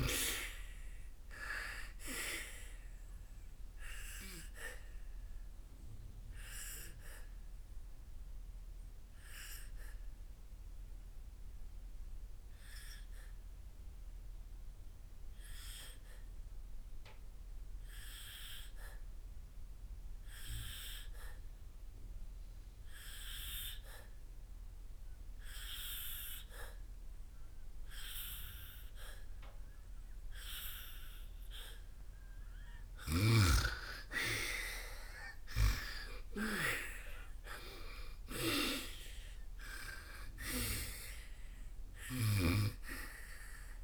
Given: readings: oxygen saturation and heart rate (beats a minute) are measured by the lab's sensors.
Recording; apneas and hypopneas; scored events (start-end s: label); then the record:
breathing in sleep by a room microphone; 1
0.00-25.50 s: oxygen desaturation (device-marked, oxygen 82% lowest, heart rate 56 extreme)
3.50-32.50 s: obstructive apnea (oxygen 98% before, 82% lowest, heart rate 63 before, 56 extreme, up 8 after)
34.00-38.50 s: arousal
36.50-43.84 s: oxygen desaturation (device-marked, oxygen 98% before, 83% lowest, heart rate 61 before, 58 extreme)
From the record:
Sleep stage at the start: N2 (light sleep); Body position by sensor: on the back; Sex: female